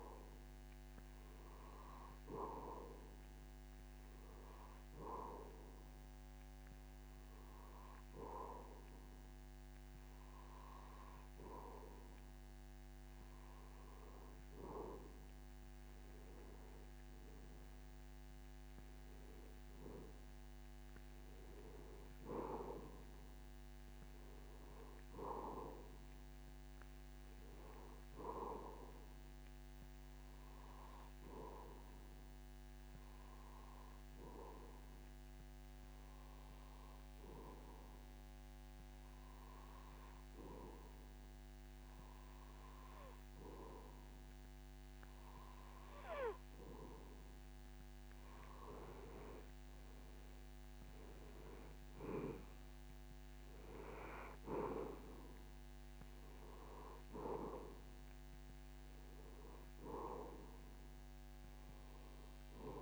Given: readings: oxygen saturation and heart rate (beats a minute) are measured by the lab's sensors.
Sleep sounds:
breathing in sleep by a microphone on the trachea; 2
5.00-15.00 s: hypopnea (oxygen 94% before, 90% lowest)
21.00-25.00 s: arousal
33.50-46.50 s: hypopnea (oxygen 92% before, 90% lowest)
50.00-54.50 s: arousal
From the record:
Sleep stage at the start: N2 (light sleep); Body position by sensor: on the back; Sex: male

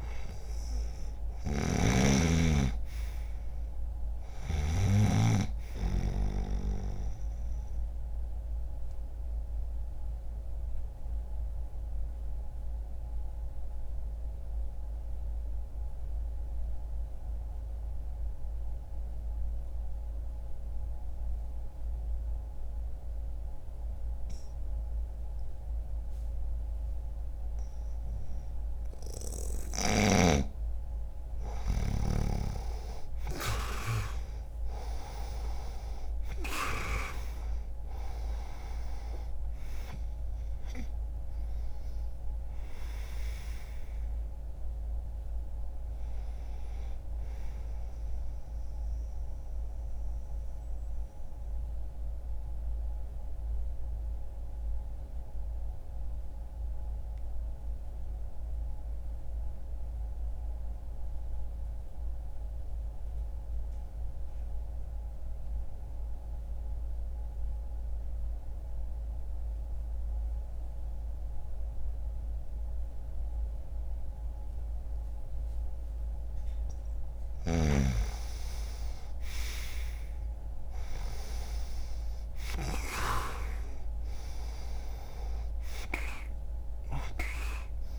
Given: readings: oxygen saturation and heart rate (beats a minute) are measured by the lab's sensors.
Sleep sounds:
breathing in sleep by a room microphone; 2
0.00-27.50 s: oxygen desaturation (device-marked, oxygen 92% lowest, heart rate 60 extreme)
0.50-4.00 s: snoring (device-marked)
6.50-29.00 s: obstructive apnea (oxygen 99% before, 91% lowest, heart rate 61 before, 59 extreme, up 2 after)
30.50-36.00 s: arousal
48.50-75.50 s: obstructive apnea (oxygen 96% before, 90% lowest, heart rate 61 before, 60 extreme, up 1 after)
78.00-81.50 s: arousal
83.50-87.98 s: oxygen desaturation (device-marked, oxygen 98% before, 93% lowest, heart rate 60 before, 60 extreme)
From the record:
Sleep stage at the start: N2 (light sleep); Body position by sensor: on the right side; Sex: male

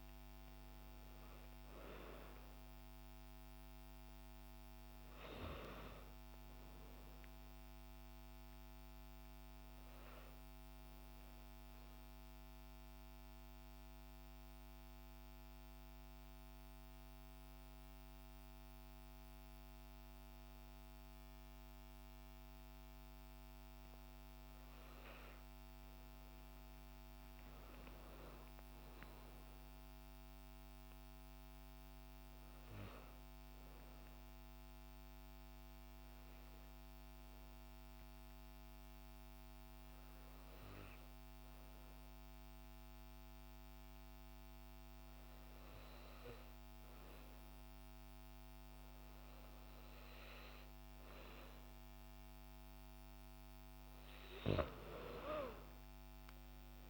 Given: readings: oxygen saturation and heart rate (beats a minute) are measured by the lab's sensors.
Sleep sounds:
breathing in sleep, hard to hear, by a microphone on the trachea; 2
0.00-1.50 s: arousal
11.50-24.00 s: hypopnea (oxygen 97% before, 92% lowest, heart rate 174 before, 155 extreme, up 25 after)
26.00-30.00 s: arousal
32.50-37.50 s: oxygen desaturation (device-marked, oxygen 97% before, 93% lowest, heart rate 200 before, 163 extreme)
38.00-52.50 s: hypopnea (oxygen 97% before, 92% lowest, heart rate 185 before, 129 extreme)
55.00-56.90 s: arousal
From the record:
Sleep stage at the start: N2 (light sleep); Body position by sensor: on the back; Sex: female

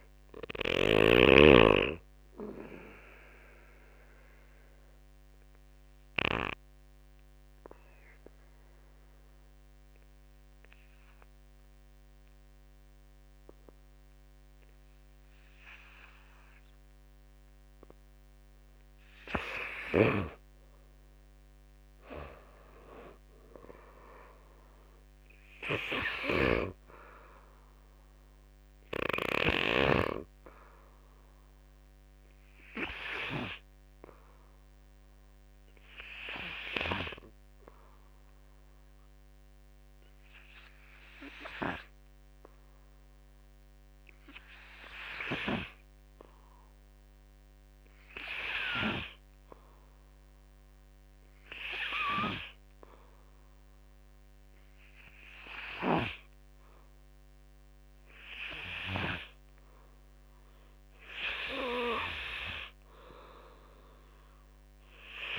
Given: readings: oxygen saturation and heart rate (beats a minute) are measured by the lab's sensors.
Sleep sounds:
breathing in sleep by a microphone on the trachea; 1
2.50-17.50 s: obstructive apnea (oxygen 93% before, 90% lowest, heart rate 63 before, 50 extreme, up 14 after)
20.50-23.50 s: arousal
21.50-32.50 s: drop in pulse transit time (device-marked, heart rate 54 before, 52 extreme)
24.50-45.50 s: oxygen desaturation (device-marked, oxygen 98% before, 90% lowest, heart rate 55 before, 52 extreme)
25.50-29.00 s: snoring (device-marked)
From the record:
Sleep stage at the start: N2 (light sleep); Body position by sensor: on the back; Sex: male

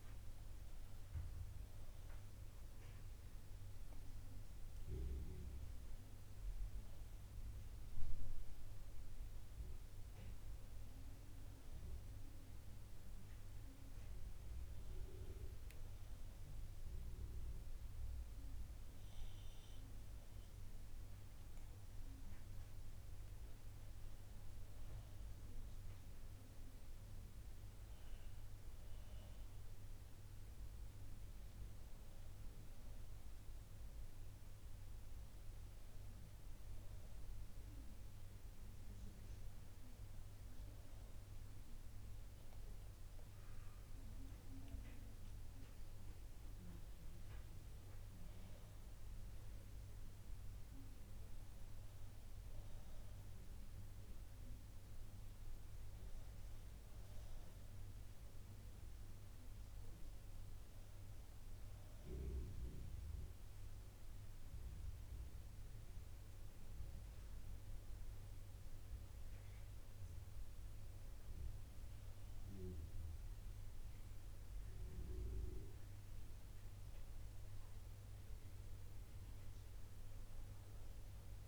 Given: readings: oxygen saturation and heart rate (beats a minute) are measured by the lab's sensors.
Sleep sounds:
breathing in sleep, hard to hear, by a room microphone; none
none scored
From the record:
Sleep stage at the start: N2 (light sleep); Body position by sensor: on the back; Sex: female

